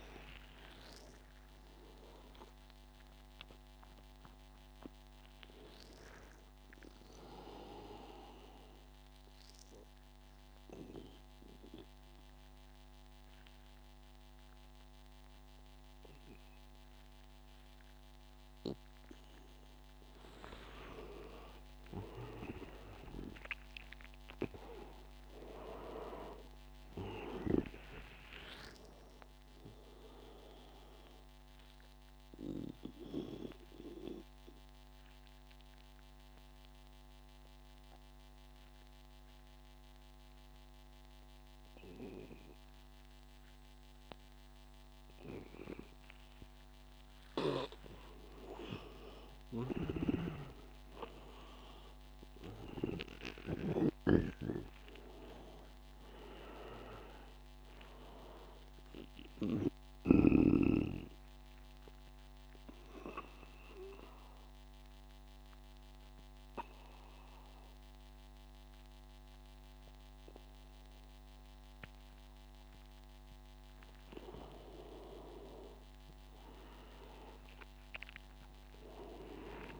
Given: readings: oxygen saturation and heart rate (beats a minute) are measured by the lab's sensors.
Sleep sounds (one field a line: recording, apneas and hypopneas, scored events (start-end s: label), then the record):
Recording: breathing in sleep by a microphone on the trachea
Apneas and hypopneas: 3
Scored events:
0.00-2.00 s: arousal
10.00-20.00 s: obstructive apnea (oxygen 98% before, 92% lowest, heart rate 94 before, 85 extreme, up 10 after)
22.00-25.00 s: arousal
27.00-38.00 s: oxygen desaturation (device-marked, oxygen 98% before, 94% lowest, heart rate 92 before, 85 extreme)
33.50-48.00 s: obstructive apnea (oxygen 98% before, 92% lowest, heart rate 92 before, 85 extreme, up 7 after)
49.50-52.50 s: arousal
52.00-70.00 s: oxygen desaturation (device-marked, oxygen 98% before, 92% lowest, heart rate 89 before, 90 extreme)
54.00-60.50 s: snoring (device-marked)
62.00-73.00 s: obstructive apnea (oxygen 98% before, 92% lowest, heart rate 91 before, 90 extreme, up 2 after)
76.00-79.00 s: arousal
From the record:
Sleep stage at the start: N2 (light sleep)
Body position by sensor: on the back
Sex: male